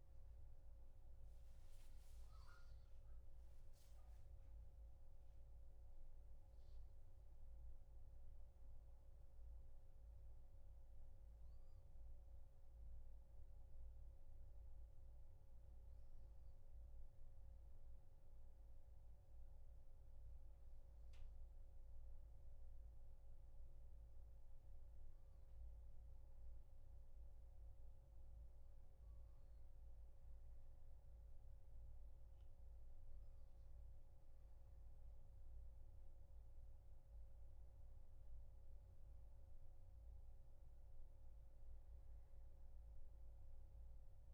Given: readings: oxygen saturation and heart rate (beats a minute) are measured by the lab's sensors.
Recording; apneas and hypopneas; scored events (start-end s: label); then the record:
a person partly awake in a sleep study, hard to hear, by a room microphone; none
6.00-44.34 s: new sleep stage, N1 (lightest sleep)
From the record:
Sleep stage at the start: awake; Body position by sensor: on the back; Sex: male